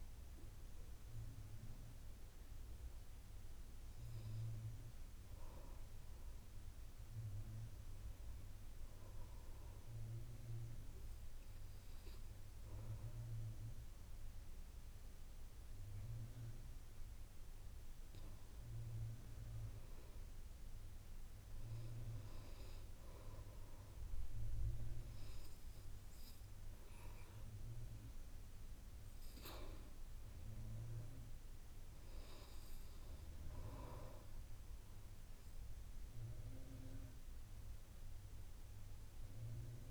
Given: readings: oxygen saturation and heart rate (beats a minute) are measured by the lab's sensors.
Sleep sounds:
breathing in sleep by a room microphone; 1
0.00-1.00 s: oxygen desaturation (device-marked, oxygen 85% lowest, heart rate 48 extreme)
3.00-6.00 s: arousal
5.00-7.00 s: long interval between heartbeats (device-marked, heart rate 60 before, 57 extreme)
9.00-19.00 s: obstructive apnea (oxygen 99% before, 87% lowest, heart rate 57 before, 56 extreme, up 11 after)
20.50-23.50 s: arousal
24.00-39.91 s: oxygen desaturation (device-marked, oxygen 98% before, 92% lowest, heart rate 55 before, 58 extreme)
From the record:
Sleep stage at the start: N2 (light sleep); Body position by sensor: on the back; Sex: male

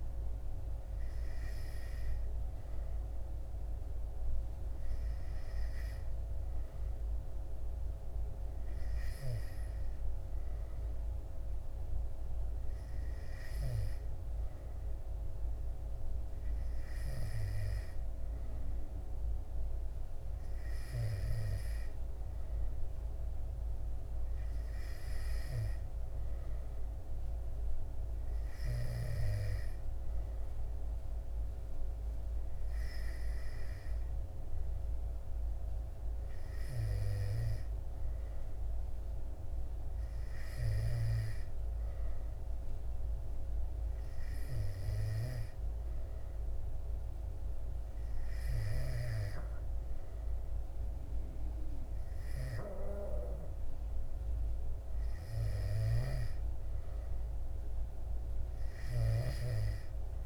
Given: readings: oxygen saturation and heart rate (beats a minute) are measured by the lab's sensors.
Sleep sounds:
breathing in sleep by a room microphone; none
none scored
From the record:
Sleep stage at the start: N2 (light sleep); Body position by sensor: on the back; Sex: male

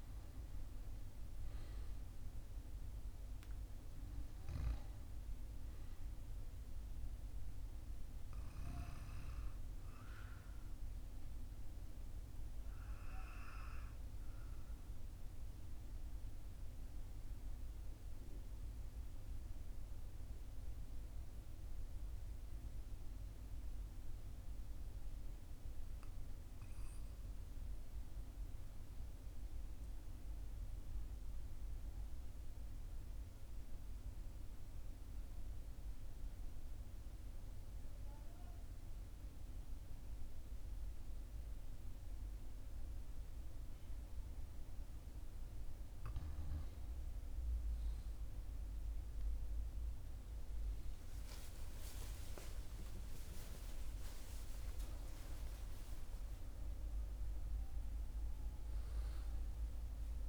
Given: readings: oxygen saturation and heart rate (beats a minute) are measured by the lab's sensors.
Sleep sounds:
breathing in sleep, hard to hear, by a room microphone; 1
0.00-17.00 s: oxygen desaturation (device-marked, oxygen 91% lowest, heart rate 42 extreme)
9.50-46.00 s: obstructive apnea (oxygen 96% before, 91% lowest, heart rate 45 before, 42 extreme, up 2 after)
51.00-56.50 s: arousal
From the record:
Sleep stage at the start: N2 (light sleep); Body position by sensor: on the right side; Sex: male

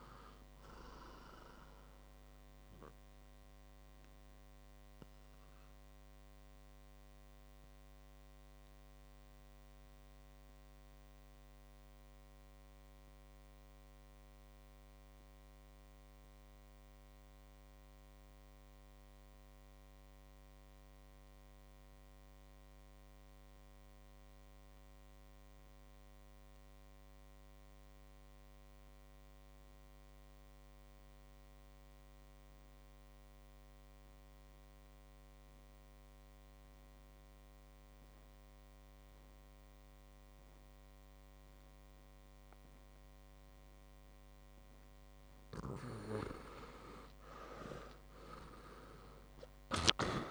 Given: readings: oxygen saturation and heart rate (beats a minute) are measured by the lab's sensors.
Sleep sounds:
breathing in sleep by a microphone on the trachea; 1
0.00-18.00 s: oxygen desaturation (device-marked, oxygen 83% lowest, heart rate 51 extreme)
4.50-44.50 s: mixed apnea (oxygen 100% before, 83% lowest, heart rate 61 before, 48 extreme, up 14 after)
34.00-50.31 s: oxygen desaturation (device-marked, oxygen 99% before, 84% lowest, heart rate 57 before, 48 extreme)
47.50-50.31 s: arousal
From the record:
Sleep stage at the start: REM sleep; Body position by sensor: on the back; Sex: male

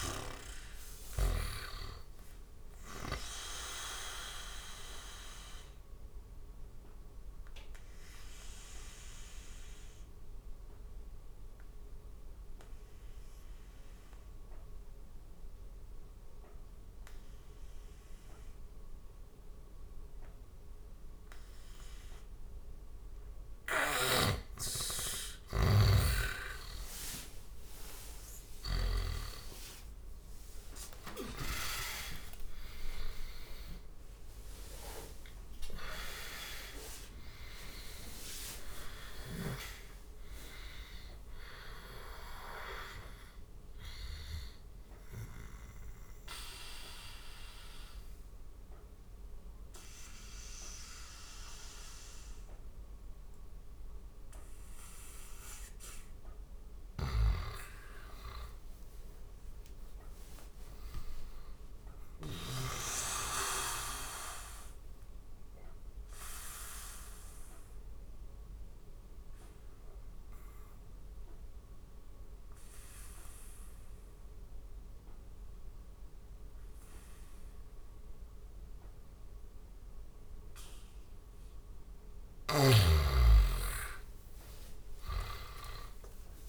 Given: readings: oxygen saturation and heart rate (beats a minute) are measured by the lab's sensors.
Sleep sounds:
breathing in sleep by a room microphone; 3
0.00-22.50 s: oxygen desaturation (device-marked, oxygen 90% lowest, heart rate 68 extreme)
4.50-24.00 s: obstructive apnea (oxygen 97% before, 90% lowest, heart rate 77 before, 68 extreme, up 56 after)
23.50-28.50 s: snoring (device-marked)
30.50-32.50 s: long interval between heartbeats (device-marked, heart rate 74 before, 116 extreme)
30.50-36.50 s: arousal
33.50-44.50 s: oxygen desaturation (device-marked, oxygen 98% before, 93% lowest, heart rate 81 before, 69 extreme)
44.50-56.00 s: obstructive apnea (oxygen 98% before, 87% lowest, heart rate 98 before, 69 extreme, up 13 after)
46.50-57.50 s: oxygen desaturation (device-marked, oxygen 95% before, 92% lowest, heart rate 99 before, 69 extreme)
56.00-62.00 s: snoring (device-marked)
58.00-61.00 s: arousal
64.50-81.50 s: obstructive apnea (oxygen 99% before, 87% lowest, heart rate 78 before, 70 extreme, up 43 after)
84.50-86.49 s: arousal
From the record:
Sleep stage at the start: N2 (light sleep); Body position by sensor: on the back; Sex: male

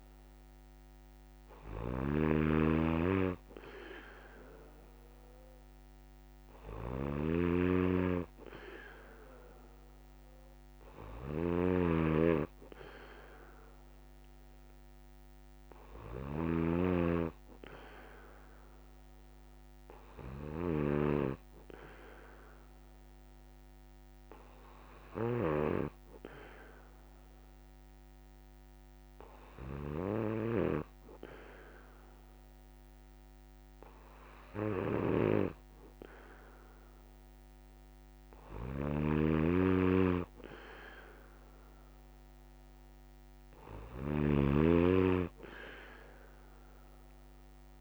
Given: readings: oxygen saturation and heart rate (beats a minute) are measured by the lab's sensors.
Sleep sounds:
breathing in sleep by a microphone on the trachea; none
0.00-25.50 s: snoring (device-marked)
38.50-47.81 s: snoring (device-marked)
From the record:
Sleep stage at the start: N1 (lightest sleep); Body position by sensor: on the back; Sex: male

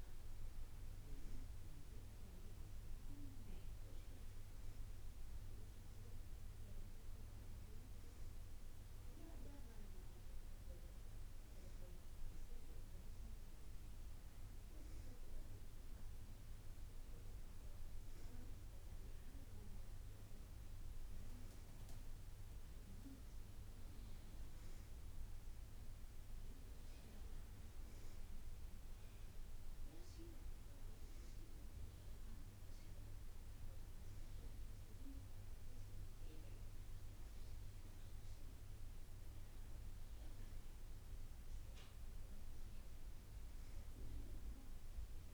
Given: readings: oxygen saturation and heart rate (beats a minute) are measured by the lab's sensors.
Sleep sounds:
breathing in sleep, hard to hear, by a room microphone; none
none scored
From the record:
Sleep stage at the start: N2 (light sleep); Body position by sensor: on the back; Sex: female

